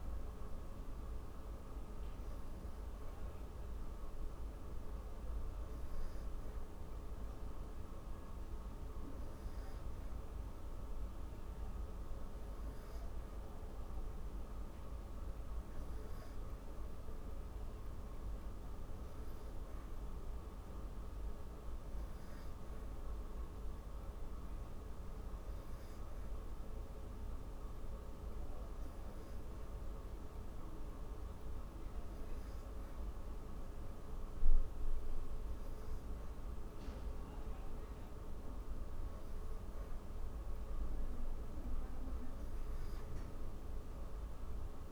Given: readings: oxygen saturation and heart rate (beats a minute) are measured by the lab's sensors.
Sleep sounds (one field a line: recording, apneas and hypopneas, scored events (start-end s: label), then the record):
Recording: breathing in sleep, hard to hear, by a room microphone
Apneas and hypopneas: none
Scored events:
none scored
From the record:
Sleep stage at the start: N3 (deep sleep)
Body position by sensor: on the back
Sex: female